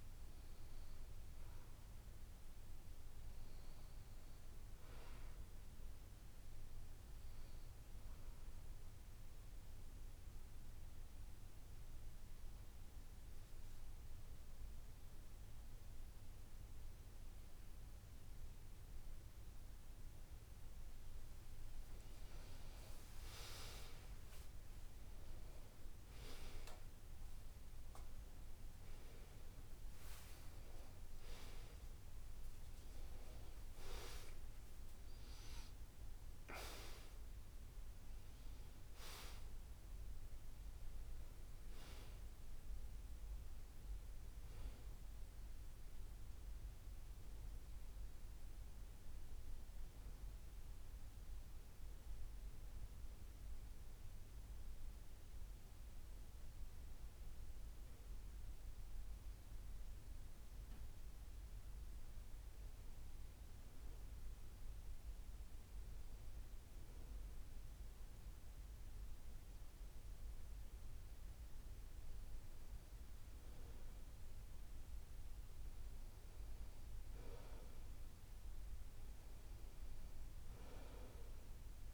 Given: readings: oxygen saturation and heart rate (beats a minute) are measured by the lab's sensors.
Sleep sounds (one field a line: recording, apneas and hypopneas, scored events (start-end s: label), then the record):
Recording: breathing in sleep, hard to hear, by a room microphone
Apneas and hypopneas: 2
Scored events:
1.00-4.50 s: arousal
8.50-21.50 s: obstructive apnea (oxygen 95% before, 88% lowest, heart rate 70 before, 67 extreme, up 28 after)
23.00-25.00 s: long interval between heartbeats (device-marked, heart rate 68 before, 79 extreme)
23.00-27.50 s: arousal
26.50-28.50 s: long interval between heartbeats (device-marked, heart rate 71 before, 93 extreme)
26.50-42.50 s: oxygen desaturation (device-marked, oxygen 93% before, 88% lowest, heart rate 71 before, 68 extreme)
48.00-64.00 s: hypopnea (oxygen 94% before, 85% lowest, heart rate 82 before, 67 extreme, up 0 after)
66.50-70.00 s: arousal
70.50-81.94 s: oxygen desaturation (device-marked, oxygen 94% before, 91% lowest, heart rate 69 before, 66 extreme)
From the record:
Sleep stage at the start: N2 (light sleep)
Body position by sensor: on the back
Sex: male